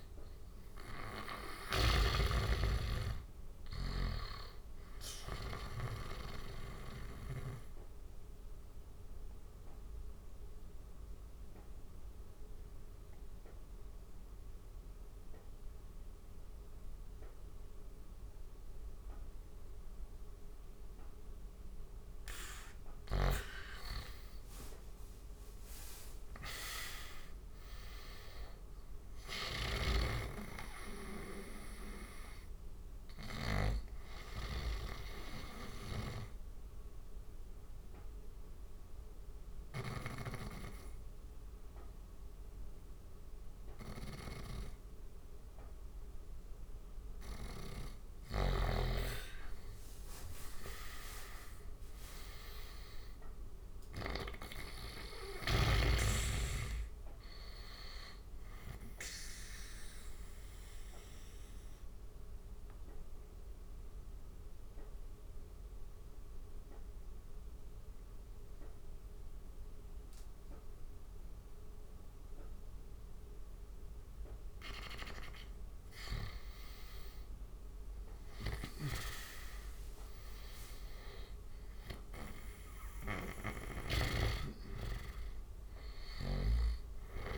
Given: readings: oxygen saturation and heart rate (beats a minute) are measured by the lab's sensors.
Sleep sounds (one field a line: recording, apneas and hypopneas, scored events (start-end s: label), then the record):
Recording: breathing in sleep by a room microphone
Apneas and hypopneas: 3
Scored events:
0.00-5.50 s: snoring (device-marked)
2.50-14.50 s: oxygen desaturation (device-marked, oxygen 98% before, 90% lowest, heart rate 83 before, 79 extreme)
6.00-22.00 s: obstructive apnea (oxygen 98% before, 90% lowest, heart rate 82 before, 79 extreme, up 7 after)
22.50-53.50 s: snoring (device-marked)
23.50-27.00 s: arousal
27.50-37.50 s: oxygen desaturation (device-marked, oxygen 96% before, 92% lowest, heart rate 82 before, 80 extreme)
31.00-46.00 s: obstructive apnea (oxygen 97% before, 92% lowest, heart rate 83 before, 77 extreme, up 6 after)
48.00-51.50 s: arousal
59.50-74.50 s: obstructive apnea (oxygen 96% before, 90% lowest, heart rate 83 before, 76 extreme, up 5 after)
77.00-81.50 s: arousal
77.50-86.00 s: snoring (device-marked)
81.50-87.38 s: oxygen desaturation (device-marked, oxygen 96% before, 93% lowest, heart rate 80 before, 74 extreme)
From the record:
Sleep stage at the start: N2 (light sleep)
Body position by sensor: on the right side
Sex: male